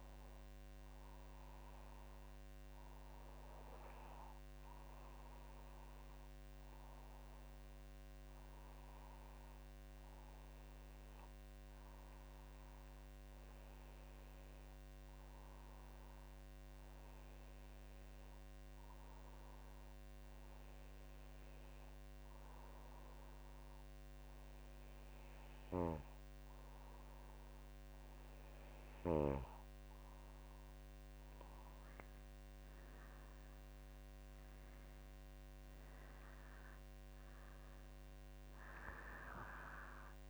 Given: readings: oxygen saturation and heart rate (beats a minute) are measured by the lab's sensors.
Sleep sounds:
breathing in sleep by a microphone on the trachea; none
none scored
From the record:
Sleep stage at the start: N2 (light sleep); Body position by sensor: on the back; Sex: female

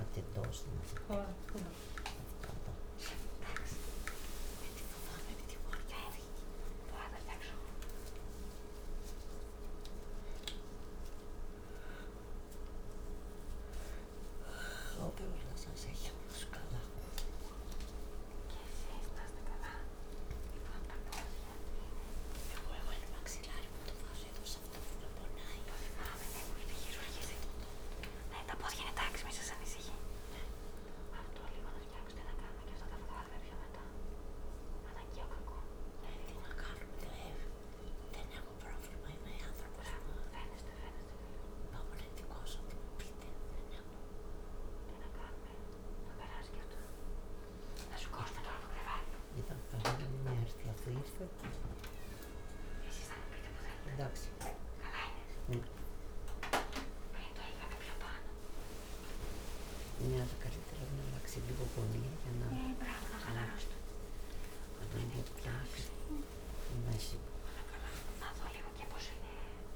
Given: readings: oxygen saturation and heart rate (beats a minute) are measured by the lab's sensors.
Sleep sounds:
a person awake in a sleep study, by a room microphone; none
12.50-17.50 s: oxygen desaturation (device-marked, oxygen 97% before, 91% lowest, heart rate 89 before, 52 extreme)
From the record:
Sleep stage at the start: awake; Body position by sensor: on the back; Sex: female

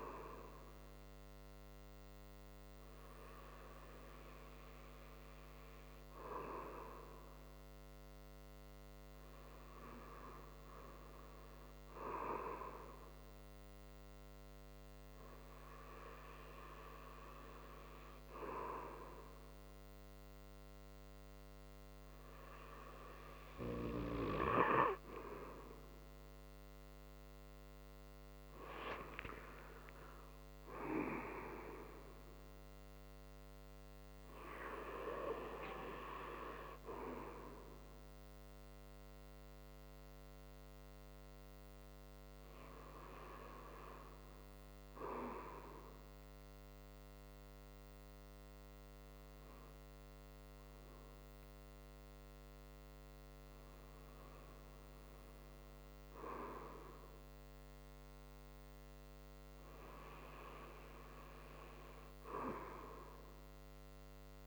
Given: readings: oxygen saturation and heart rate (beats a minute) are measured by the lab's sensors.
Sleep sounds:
breathing in sleep by a microphone on the trachea; none
none scored
From the record:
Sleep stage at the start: REM sleep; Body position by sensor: on the right side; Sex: male

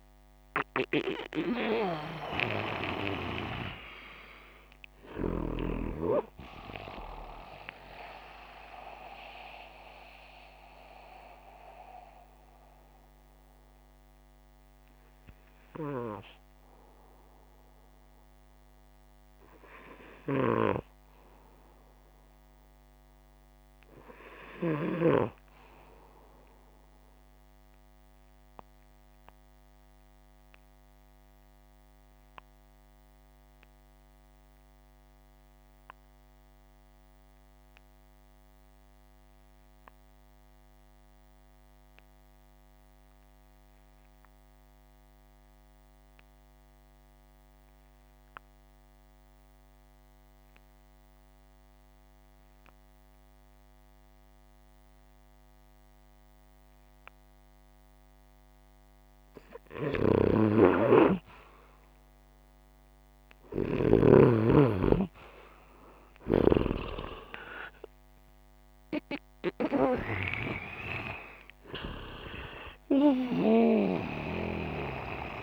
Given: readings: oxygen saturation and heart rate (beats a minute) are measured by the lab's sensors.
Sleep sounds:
breathing in sleep by a microphone on the trachea; 1
22.00-31.00 s: oxygen desaturation (device-marked, oxygen 95% before, 90% lowest, heart rate 107 before, 47 extreme)
27.50-58.00 s: obstructive apnea (oxygen 95% before, 89% lowest, heart rate 114 before, 34 extreme)
60.00-64.00 s: arousal
From the record:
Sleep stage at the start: REM sleep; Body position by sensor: upright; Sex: male

